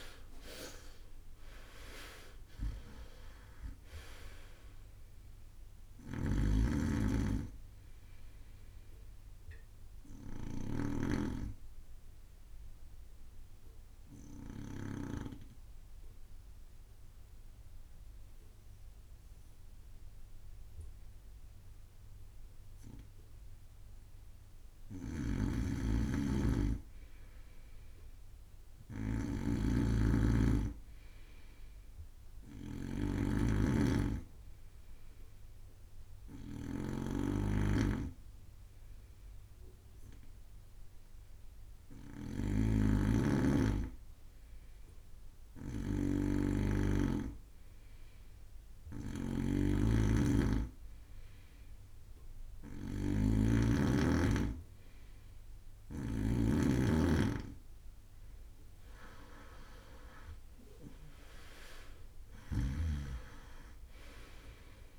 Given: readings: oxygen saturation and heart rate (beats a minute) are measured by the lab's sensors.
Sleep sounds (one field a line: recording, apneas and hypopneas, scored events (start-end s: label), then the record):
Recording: breathing in sleep by a room microphone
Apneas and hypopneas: 2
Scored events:
0.00-2.00 s: arousal
1.00-25.00 s: oxygen desaturation (device-marked, oxygen 98% before, 93% lowest)
6.50-15.50 s: snoring (device-marked)
11.50-25.00 s: obstructive apnea (oxygen 98% before, 93% lowest)
25.00-56.50 s: snoring (device-marked)
28.00-31.50 s: arousal
34.00-44.00 s: hypopnea (oxygen 99% before, 93% lowest)
59.00-63.50 s: arousal
60.00-64.99 s: oxygen desaturation (device-marked, oxygen 96% before, 93% lowest)
62.50-64.99 s: snoring (device-marked)
From the record:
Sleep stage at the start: N2 (light sleep)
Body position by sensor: on the right side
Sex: male